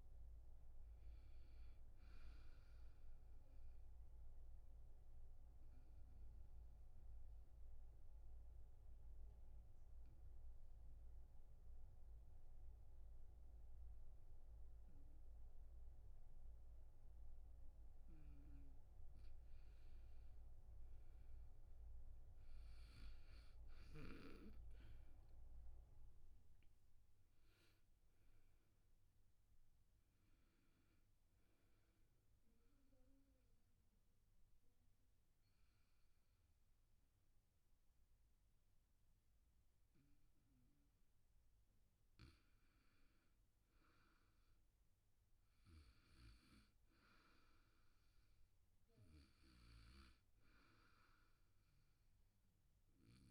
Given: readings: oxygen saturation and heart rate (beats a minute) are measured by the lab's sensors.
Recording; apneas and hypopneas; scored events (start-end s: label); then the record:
breathing in sleep, hard to hear, by a room microphone; 2
0.00-13.50 s: oxygen desaturation (device-marked, oxygen 89% lowest, heart rate 70 extreme)
4.00-18.00 s: obstructive apnea (oxygen 99% before, 88% lowest, heart rate 75 before, 68 extreme, up 3 after)
20.50-24.00 s: arousal
26.50-43.50 s: oxygen desaturation (device-marked, oxygen 98% before, 88% lowest, heart rate 73 before, 66 extreme)
32.50-42.50 s: obstructive apnea (oxygen 99% before, 88% lowest, heart rate 75 before, 66 extreme, up 7 after)
44.00-47.00 s: arousal
From the record:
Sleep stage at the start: N2 (light sleep); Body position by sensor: on the back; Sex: male